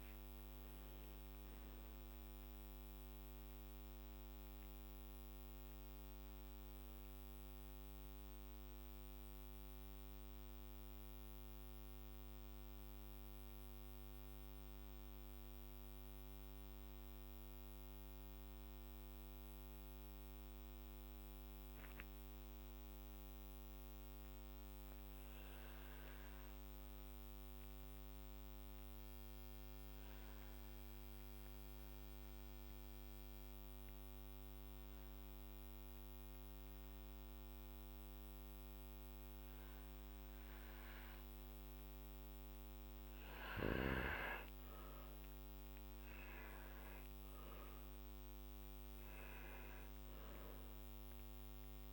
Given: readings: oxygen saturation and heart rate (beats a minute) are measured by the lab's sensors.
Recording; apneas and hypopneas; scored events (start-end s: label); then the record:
breathing in sleep, hard to hear, by a microphone on the trachea; 1
6.50-41.50 s: mixed apnea (oxygen 99% before, 94% lowest, heart rate 55 before, 51 extreme, up 11 after)
43.50-48.00 s: arousal
From the record:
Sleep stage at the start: N2 (light sleep); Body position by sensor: on the back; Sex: male